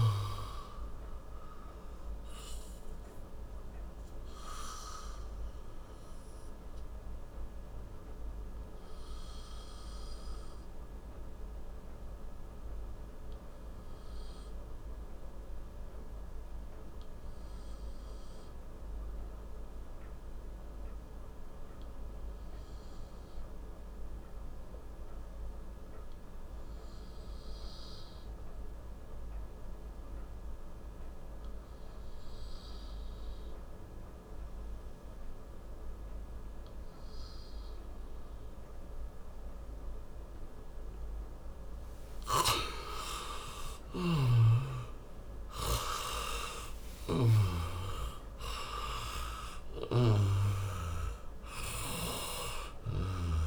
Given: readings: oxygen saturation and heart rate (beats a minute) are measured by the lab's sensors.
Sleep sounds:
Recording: breathing in sleep by a room microphone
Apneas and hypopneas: 1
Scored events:
0.00-28.00 s: oxygen desaturation (device-marked, oxygen 96% before, 85% lowest, heart rate 60 before, 45 extreme)
1.50-41.50 s: obstructive apnea (oxygen 98% before, 84% lowest, heart rate 59 before, 45 extreme, up 4 after)
43.00-48.50 s: arousal
47.00-53.47 s: oxygen desaturation (device-marked, oxygen 96% before, 84% lowest, heart rate 61 before, 47 extreme)
From the record:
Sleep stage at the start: N2 (light sleep)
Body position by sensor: on the back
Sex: male

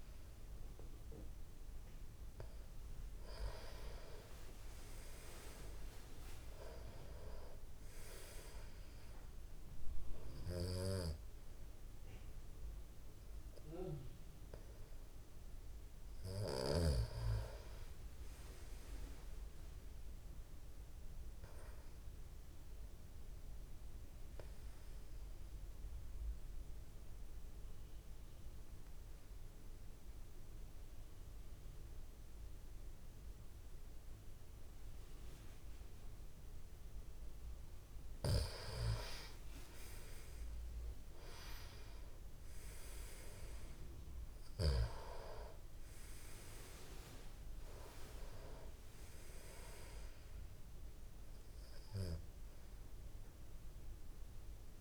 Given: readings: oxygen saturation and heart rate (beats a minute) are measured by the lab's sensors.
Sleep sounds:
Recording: breathing in sleep by a room microphone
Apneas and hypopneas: 1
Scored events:
6.00-21.00 s: oxygen desaturation (device-marked, oxygen 97% before, 92% lowest, heart rate 61 before, 53 extreme)
10.50-17.00 s: snoring (device-marked)
22.50-37.50 s: obstructive apnea (oxygen 97% before, 91% lowest, heart rate 70 before, 53 extreme, up 24 after)
38.50-42.50 s: arousal
44.00-54.81 s: oxygen desaturation (device-marked, oxygen 97% before, 91% lowest)
From the record:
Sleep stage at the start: N2 (light sleep)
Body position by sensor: on the back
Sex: male

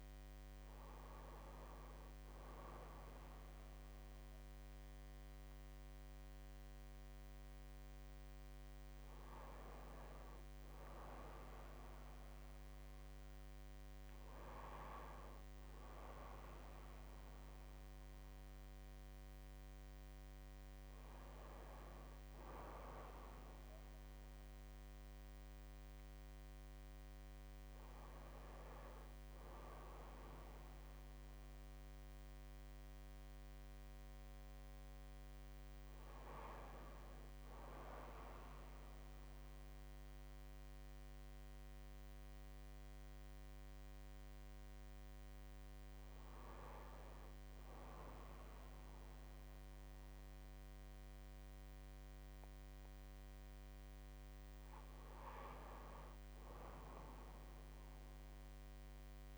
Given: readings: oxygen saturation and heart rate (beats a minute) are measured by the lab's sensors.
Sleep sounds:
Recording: breathing in sleep by a microphone on the trachea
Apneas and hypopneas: none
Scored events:
none scored
From the record:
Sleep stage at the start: N1 (lightest sleep)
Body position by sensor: on the right side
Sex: male

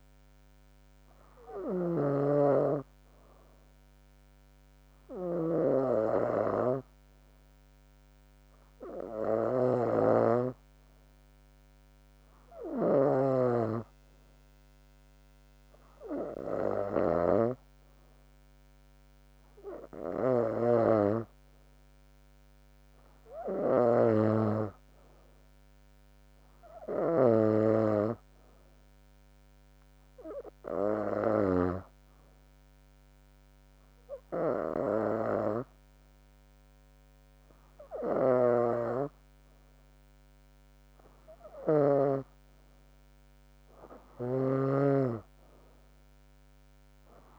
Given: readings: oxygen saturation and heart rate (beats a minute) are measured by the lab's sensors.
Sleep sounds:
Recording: breathing in sleep by a microphone on the trachea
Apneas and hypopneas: 2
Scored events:
0.50-14.00 s: hypopnea (oxygen 98% before, 93% lowest, heart rate 74 before, 69 extreme, up 0 after)
5.50-15.50 s: oxygen desaturation (device-marked, oxygen 96% before, 93% lowest, heart rate 74 before, 69 extreme)
16.00-19.00 s: arousal
32.00-42.00 s: hypopnea (oxygen 96% before, 93% lowest, heart rate 73 before, 68 extreme, up 16 after)
43.50-47.00 s: arousal
From the record:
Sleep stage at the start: N2 (light sleep)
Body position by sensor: on the back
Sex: female

